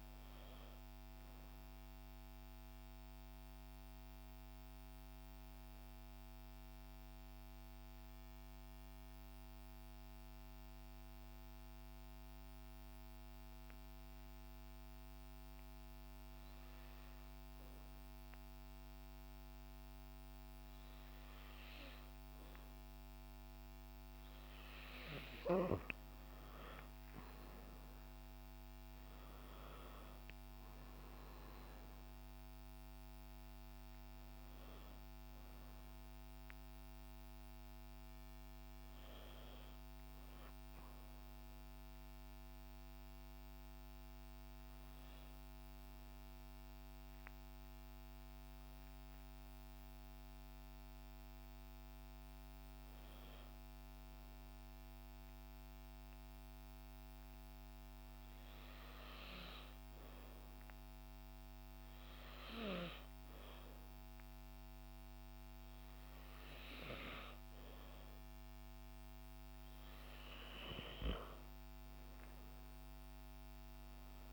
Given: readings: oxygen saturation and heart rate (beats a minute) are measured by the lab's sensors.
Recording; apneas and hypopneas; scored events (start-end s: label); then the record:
breathing in sleep by a microphone on the trachea; 2
0.00-17.50 s: oxygen desaturation (device-marked, oxygen 90% lowest, heart rate 51 extreme)
9.00-24.00 s: hypopnea (oxygen 97% before, 90% lowest, heart rate 56 before, 49 extreme, up 12 after)
27.00-30.00 s: arousal
57.00-68.00 s: hypopnea (oxygen 96% before, 92% lowest, heart rate 53 before, 50 extreme, up 9 after)
71.50-74.33 s: oxygen desaturation (device-marked, oxygen 96% before, 93% lowest, heart rate 53 before, 50 extreme)
73.00-74.33 s: arousal
From the record:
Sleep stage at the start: N2 (light sleep); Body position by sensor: on the back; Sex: female